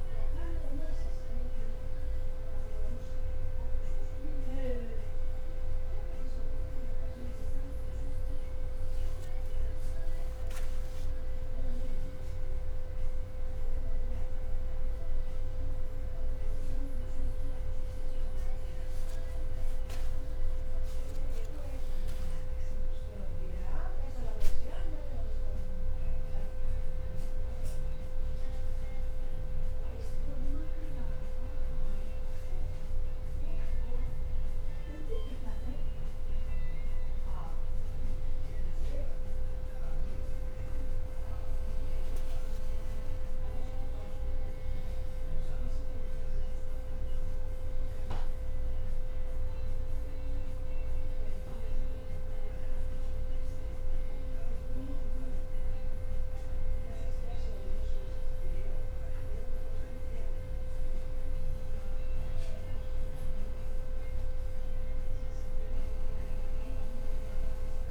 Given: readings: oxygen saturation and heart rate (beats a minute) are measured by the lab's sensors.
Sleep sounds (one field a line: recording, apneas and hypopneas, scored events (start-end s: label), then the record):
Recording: breathing in sleep, hard to hear, by a room microphone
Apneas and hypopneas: none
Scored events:
39.00-44.00 s: leg movement (device-marked)
61.00-66.50 s: leg movement (device-marked)
From the record:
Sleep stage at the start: N2 (light sleep)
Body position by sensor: on the back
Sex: male